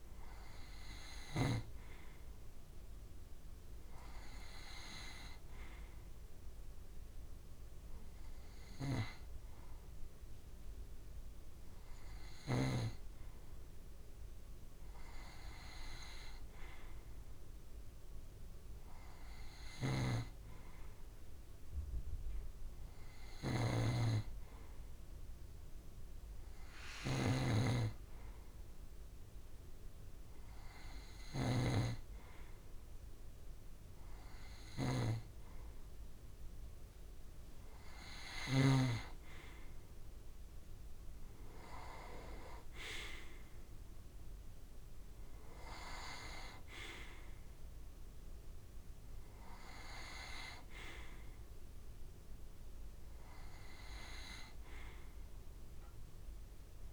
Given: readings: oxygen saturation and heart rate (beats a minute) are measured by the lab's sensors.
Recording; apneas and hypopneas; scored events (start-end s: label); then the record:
breathing in sleep by a room microphone; 1
8.50-12.00 s: arousal
8.50-12.50 s: snoring (device-marked)
17.00-33.00 s: hypopnea (oxygen 94% before, 92% lowest)
19.50-38.50 s: snoring (device-marked)
34.00-37.00 s: arousal
From the record:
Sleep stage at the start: N2 (light sleep); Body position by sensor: on the right side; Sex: male